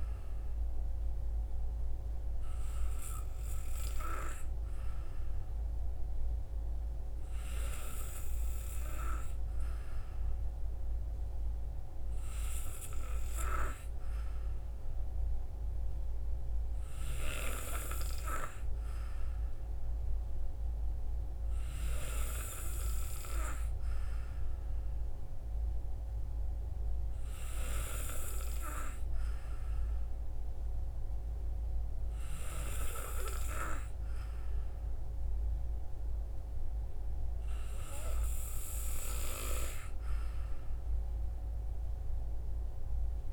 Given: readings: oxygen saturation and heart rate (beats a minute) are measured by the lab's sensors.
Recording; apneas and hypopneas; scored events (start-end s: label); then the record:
breathing in sleep by a room microphone; none
none scored
From the record:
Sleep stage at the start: N2 (light sleep); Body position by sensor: on the back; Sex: male